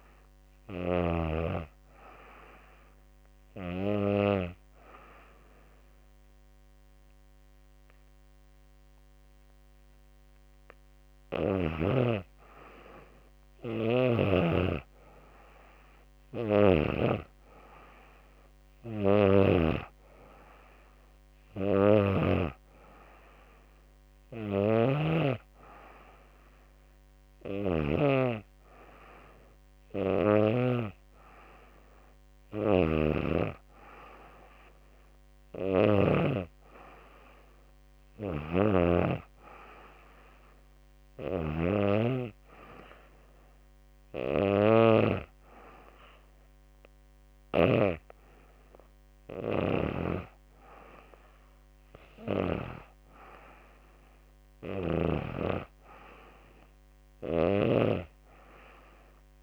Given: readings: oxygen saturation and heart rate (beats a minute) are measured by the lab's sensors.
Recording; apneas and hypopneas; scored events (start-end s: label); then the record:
breathing in sleep by a microphone on the trachea; 1
1.50-11.50 s: obstructive apnea (oxygen 98% before, 92% lowest, heart rate 78 before, 76 extreme, up 2 after)
14.00-18.50 s: arousal
23.50-27.00 s: snoring (device-marked)
31.50-35.00 s: snoring (device-marked)
From the record:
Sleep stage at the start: N2 (light sleep); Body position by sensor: on the back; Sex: female